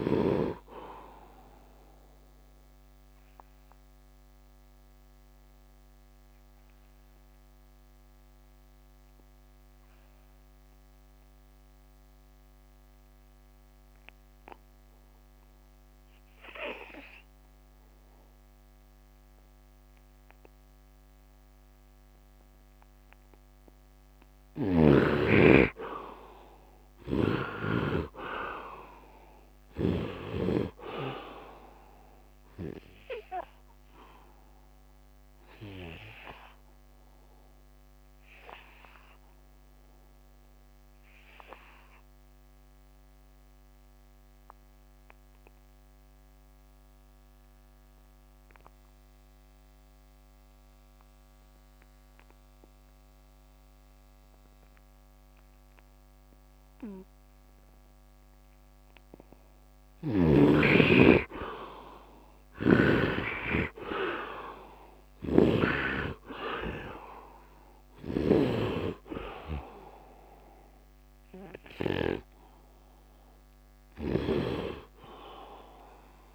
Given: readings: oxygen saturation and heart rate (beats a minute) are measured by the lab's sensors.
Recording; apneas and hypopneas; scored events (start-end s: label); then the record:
breathing in sleep by a microphone on the trachea; 2
0.00-6.00 s: oxygen desaturation (device-marked, oxygen 77% lowest, heart rate 68 extreme)
1.00-24.00 s: obstructive apnea (oxygen 98% before, 73% lowest, heart rate 97 before, 68 extreme, up 10 after)
19.00-47.00 s: oxygen desaturation (device-marked, oxygen 99% before, 76% lowest, heart rate 78 before, 69 extreme)
25.50-29.50 s: arousal
26.50-30.00 s: snoring (device-marked)
35.00-58.50 s: obstructive apnea (oxygen 99% before, 73% lowest, heart rate 78 before, 69 extreme, up 13 after)
55.00-76.35 s: oxygen desaturation (device-marked, oxygen 99% before, 73% lowest, heart rate 72 before, 73 extreme)
60.00-64.00 s: arousal
62.00-65.50 s: snoring (device-marked)
67.50-72.00 s: snoring (device-marked)
74.00-76.35 s: snoring (device-marked)
From the record:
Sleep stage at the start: N2 (light sleep); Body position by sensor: on the right side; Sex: male